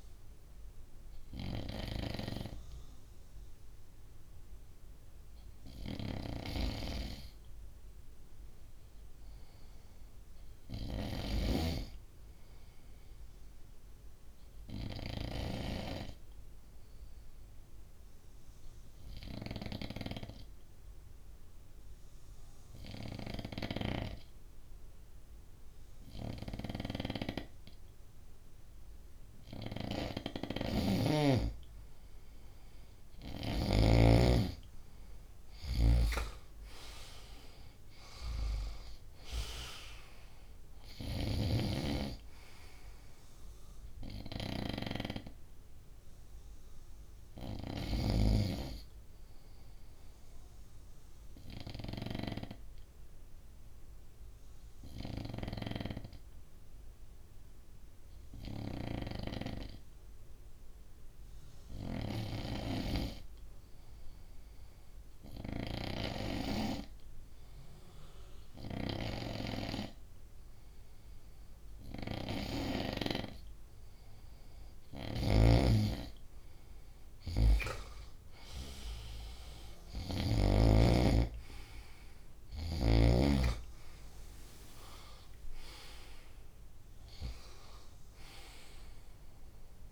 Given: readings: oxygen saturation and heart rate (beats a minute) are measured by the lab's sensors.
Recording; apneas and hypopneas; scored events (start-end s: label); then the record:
breathing in sleep by a room microphone; 2
14.50-29.00 s: obstructive apnea (oxygen 98% before, 94% lowest, heart rate 64 before, 62 extreme, up 3 after)
30.00-33.50 s: snoring (device-marked)
30.50-33.50 s: arousal
48.00-72.50 s: obstructive apnea (oxygen 97% before, 94% lowest, heart rate 65 before, 60 extreme, up 8 after)
54.50-72.50 s: snoring (device-marked)
74.50-80.00 s: snoring (device-marked)
77.00-82.00 s: arousal
From the record:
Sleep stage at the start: N2 (light sleep); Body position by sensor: on the front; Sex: male